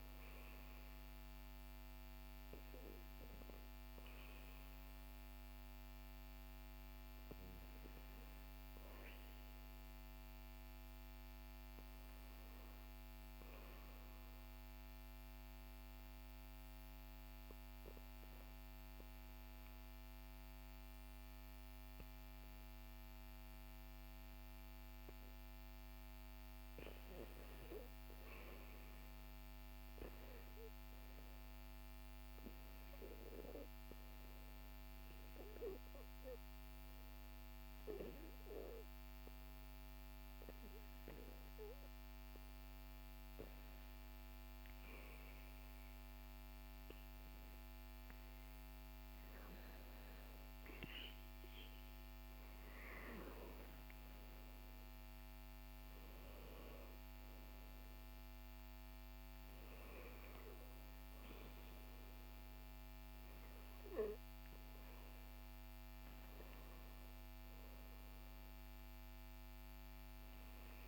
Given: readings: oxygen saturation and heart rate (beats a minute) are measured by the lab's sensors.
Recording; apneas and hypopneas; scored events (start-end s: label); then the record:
breathing in sleep by a microphone on the trachea; 2
12.50-23.50 s: hypopnea (oxygen 96% before, 94% lowest, heart rate 62 before, 59 extreme, up 10 after)
26.00-30.00 s: arousal
32.50-47.00 s: hypopnea (oxygen 97% before, 94% lowest, heart rate 63 before, 67 extreme, up 2 after)
47.00-66.00 s: oxygen desaturation (device-marked, oxygen 97% before, 94% lowest, heart rate 66 before, 54 extreme)
49.50-54.00 s: arousal
From the record:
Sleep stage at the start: REM sleep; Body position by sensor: on the back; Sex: male